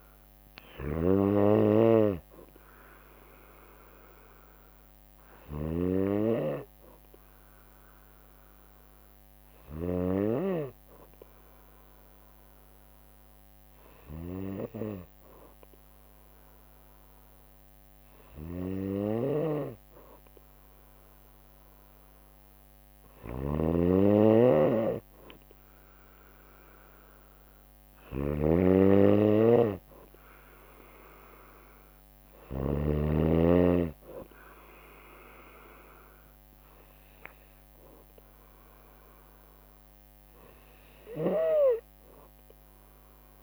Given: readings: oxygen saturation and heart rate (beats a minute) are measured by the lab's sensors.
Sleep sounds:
breathing in sleep by a microphone on the trachea; none
0.00-3.50 s: drop in pulse transit time (device-marked, heart rate 56 extreme)
0.50-10.00 s: snoring (device-marked)
18.00-32.50 s: snoring (device-marked)
27.50-29.50 s: bradycardia (device-marked, heart rate 62 before, 59 extreme)
40.50-43.43 s: snoring (device-marked)
From the record:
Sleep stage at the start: N2 (light sleep); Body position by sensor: on the right side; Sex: female

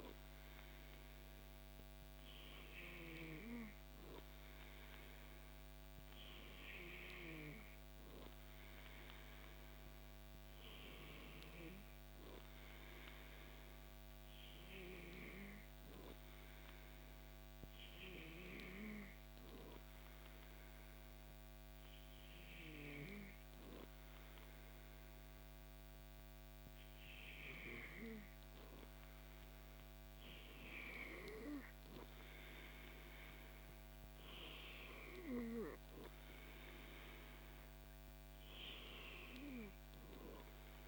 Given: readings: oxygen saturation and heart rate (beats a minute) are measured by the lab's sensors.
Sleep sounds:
breathing in sleep by a microphone on the trachea; none
none scored
From the record:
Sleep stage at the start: N2 (light sleep); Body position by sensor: on the back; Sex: male

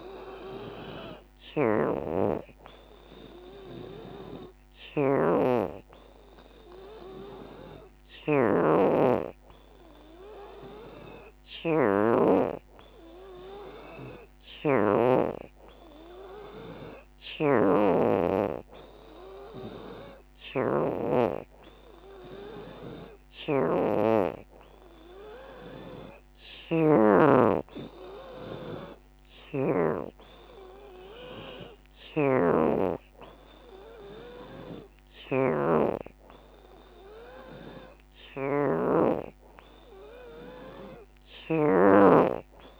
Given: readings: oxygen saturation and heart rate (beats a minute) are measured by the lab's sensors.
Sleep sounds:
breathing in sleep by a microphone on the trachea; none
14.50-16.50 s: long interval between heartbeats (device-marked, heart rate 89 before, 90 extreme)
21.00-27.00 s: oxygen desaturation (device-marked, oxygen 83% before, 78% lowest, heart rate 91 before, 86 extreme)
38.00-40.00 s: long interval between heartbeats (device-marked, heart rate 92 before, 86 extreme)
From the record:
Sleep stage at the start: N2 (light sleep); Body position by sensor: on the back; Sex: female

